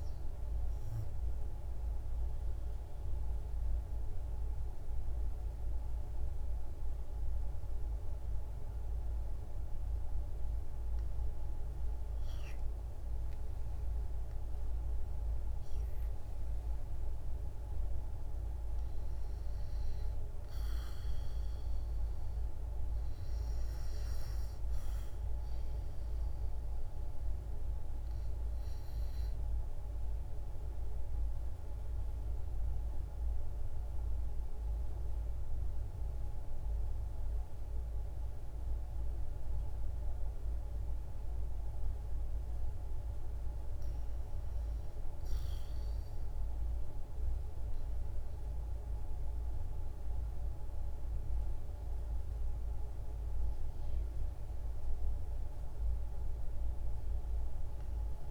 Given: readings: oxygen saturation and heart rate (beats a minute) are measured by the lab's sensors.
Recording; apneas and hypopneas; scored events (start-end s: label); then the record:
breathing in sleep, hard to hear, by a room microphone; 2
1.50-11.50 s: obstructive apnea (oxygen 96% before, 88% lowest, heart rate 61 before, 63 extreme, up 7 after)
14.50-17.50 s: arousal
15.00-35.00 s: oxygen desaturation (device-marked, oxygen 93% before, 90% lowest, heart rate 63 before, 63 extreme)
29.50-42.50 s: obstructive apnea (oxygen 93% before, 88% lowest, heart rate 66 before, 63 extreme, up 2 after)
45.00-48.50 s: arousal
49.00-58.00 s: oxygen desaturation (device-marked, oxygen 94% before, 89% lowest, heart rate 65 before, 65 extreme)
From the record:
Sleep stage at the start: REM sleep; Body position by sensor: on the back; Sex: female